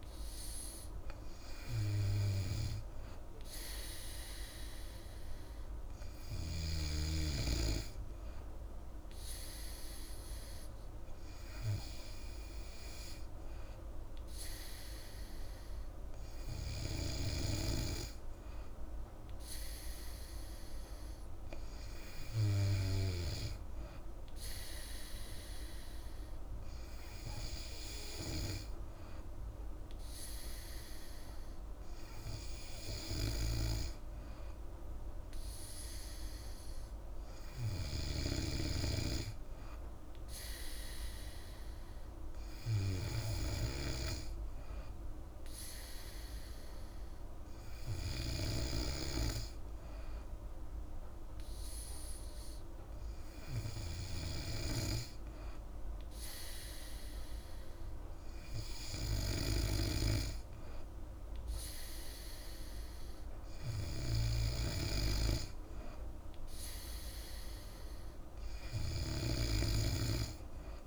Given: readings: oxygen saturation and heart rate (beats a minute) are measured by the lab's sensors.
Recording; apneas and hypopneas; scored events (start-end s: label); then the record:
breathing in sleep by a room microphone; none
69.50-70.87 s: snoring (device-marked)
From the record:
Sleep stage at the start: N3 (deep sleep); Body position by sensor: on the back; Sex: female